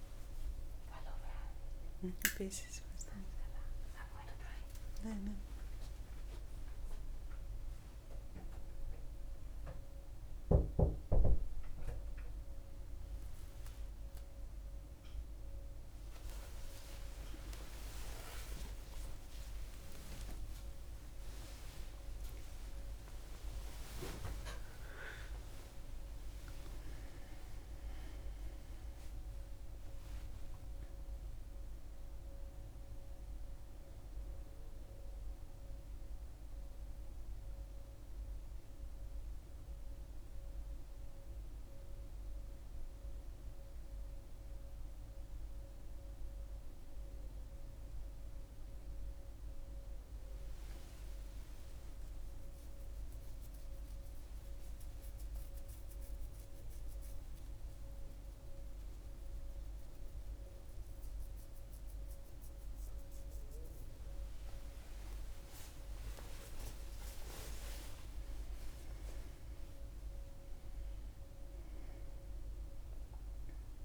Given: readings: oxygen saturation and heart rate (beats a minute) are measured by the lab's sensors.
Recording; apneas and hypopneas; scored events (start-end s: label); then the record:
a person awake in a sleep study, by a room microphone; none
none scored
From the record:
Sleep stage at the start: awake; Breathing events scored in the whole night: 179 in 5.8 hours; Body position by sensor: on the back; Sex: female